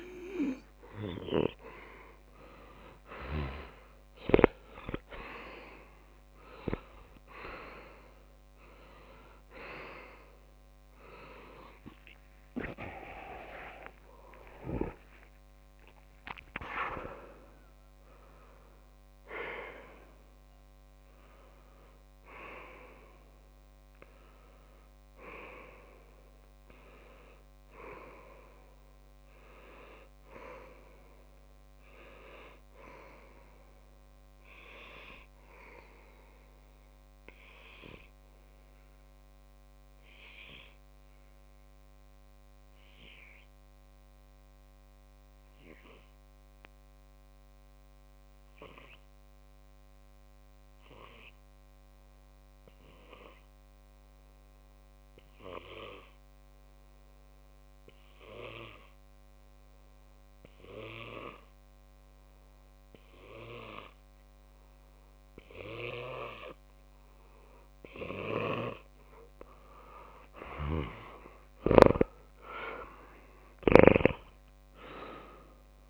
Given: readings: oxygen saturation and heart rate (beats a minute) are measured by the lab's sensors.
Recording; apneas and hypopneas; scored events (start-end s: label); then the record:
breathing in sleep by a microphone on the trachea; 1
0.00-4.50 s: oxygen desaturation (device-marked, oxygen 93% lowest)
11.00-15.00 s: arousal
13.50-15.50 s: long interval between heartbeats (device-marked)
37.00-67.50 s: obstructive apnea (oxygen 96% before, 94% lowest)
67.50-75.90 s: oxygen desaturation (device-marked, oxygen 99% before, 94% lowest)
69.50-74.00 s: arousal
74.50-75.90 s: long interval between heartbeats (device-marked)
From the record:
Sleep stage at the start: N2 (light sleep); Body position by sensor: on the left side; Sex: male